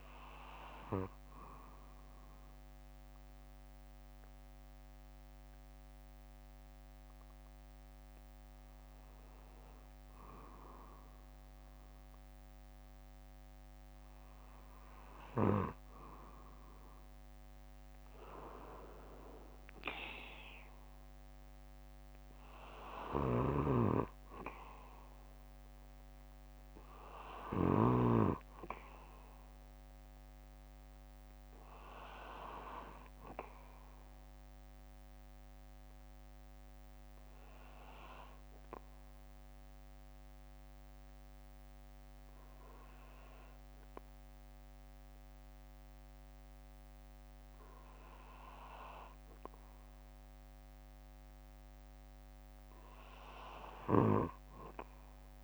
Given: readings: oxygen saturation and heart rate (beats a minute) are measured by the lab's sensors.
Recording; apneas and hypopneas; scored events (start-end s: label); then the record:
breathing in sleep by a microphone on the trachea; 2
0.00-3.00 s: bradycardia (device-marked, heart rate 58 extreme)
2.00-15.00 s: hypopnea (oxygen 96% before, 94% lowest, heart rate 63 before, 54 extreme, up 13 after)
5.00-14.00 s: bradycardia (device-marked, heart rate 61 before, 54 extreme)
17.00-21.00 s: arousal
30.00-32.00 s: bradycardia (device-marked, heart rate 62 before, 58 extreme)
33.00-35.00 s: bradycardia (device-marked, heart rate 62 before, 58 extreme)
35.50-49.00 s: obstructive apnea (oxygen 96% before, 93% lowest, heart rate 62 before, 54 extreme, up 6 after)
36.00-39.00 s: bradycardia (device-marked, heart rate 62 before, 57 extreme)
40.00-51.00 s: bradycardia (device-marked, heart rate 62 before, 54 extreme)
51.50-55.00 s: arousal
From the record:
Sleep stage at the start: N2 (light sleep); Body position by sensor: on the back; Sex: male